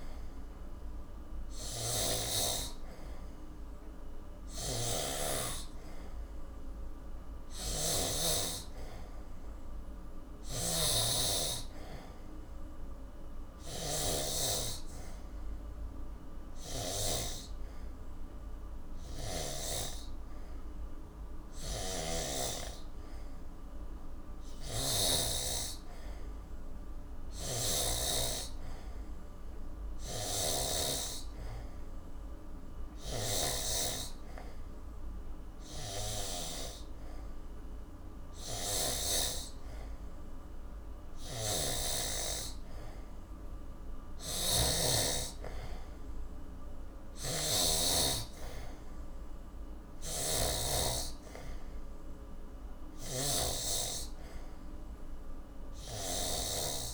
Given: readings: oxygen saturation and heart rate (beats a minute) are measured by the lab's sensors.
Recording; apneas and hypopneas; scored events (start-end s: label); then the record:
breathing in sleep by a room microphone; none
0.00-17.00 s: snoring (device-marked)
21.50-31.00 s: snoring (device-marked)
33.00-39.00 s: snoring (device-marked)
33.00-45.00 s: oxygen desaturation (device-marked, oxygen 91% before, 87% lowest, heart rate 71 before, 69 extreme)
41.00-56.94 s: snoring (device-marked)
From the record:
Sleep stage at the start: N3 (deep sleep); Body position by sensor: on the back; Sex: male